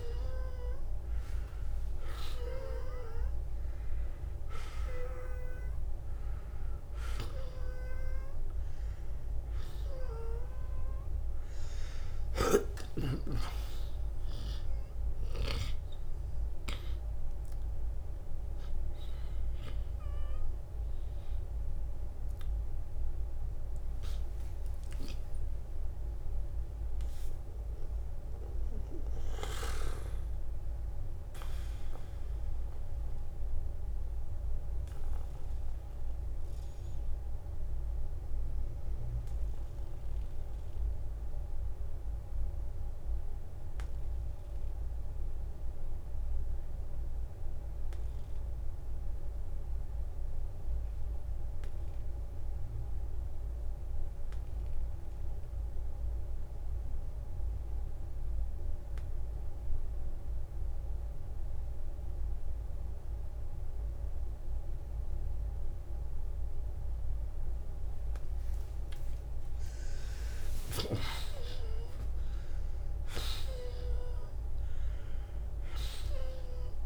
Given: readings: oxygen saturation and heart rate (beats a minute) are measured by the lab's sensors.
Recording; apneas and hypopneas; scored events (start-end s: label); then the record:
a person partly awake in a sleep study, by a room microphone; 1
0.00-12.00 s: oxygen desaturation (device-marked, oxygen 92% lowest, heart rate 48 extreme)
11.50-13.50 s: long interval between heartbeats (device-marked, heart rate 58 before, 77 extreme)
18.00-44.00 s: oxygen desaturation (device-marked, oxygen 93% before, 84% lowest, heart rate 64 before, 38 extreme)
27.00-76.86 s: new sleep stage, N2 (light sleep)
39.00-68.50 s: obstructive apnea (oxygen 93% before, 79% lowest, heart rate 63 before, 38 extreme, up 30 after)
61.00-76.86 s: oxygen desaturation (device-marked, oxygen 97% before, 79% lowest, heart rate 48 before, 40 extreme)
66.50-68.50 s: long interval between heartbeats (device-marked, heart rate 46 before, 44 extreme)
72.50-74.50 s: long interval between heartbeats (device-marked, heart rate 45 before, 63 extreme)
75.50-76.86 s: arousal
From the record:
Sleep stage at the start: awake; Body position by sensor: on the back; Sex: male